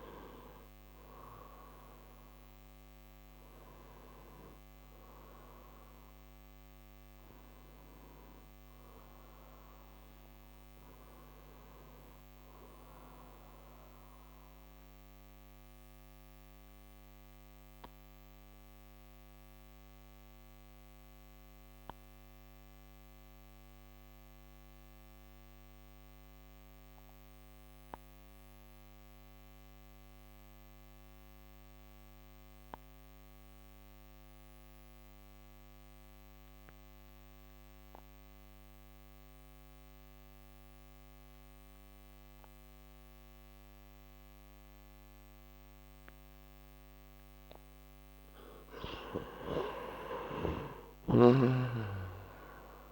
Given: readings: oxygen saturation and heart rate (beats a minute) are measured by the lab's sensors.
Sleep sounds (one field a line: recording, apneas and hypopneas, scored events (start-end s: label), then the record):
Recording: breathing in sleep by a microphone on the trachea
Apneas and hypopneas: 1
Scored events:
0.00-18.50 s: oxygen desaturation (device-marked, oxygen 89% lowest, heart rate 54 extreme)
15.00-47.00 s: obstructive apnea (oxygen 96% before, 89% lowest, heart rate 74 before, 54 extreme, up 15 after)
45.50-52.92 s: oxygen desaturation (device-marked, oxygen 98% before, 89% lowest, heart rate 61 before, 57 extreme)
49.50-52.92 s: arousal
51.00-52.92 s: snoring (device-marked)
From the record:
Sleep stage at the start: N2 (light sleep)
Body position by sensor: on the right side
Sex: male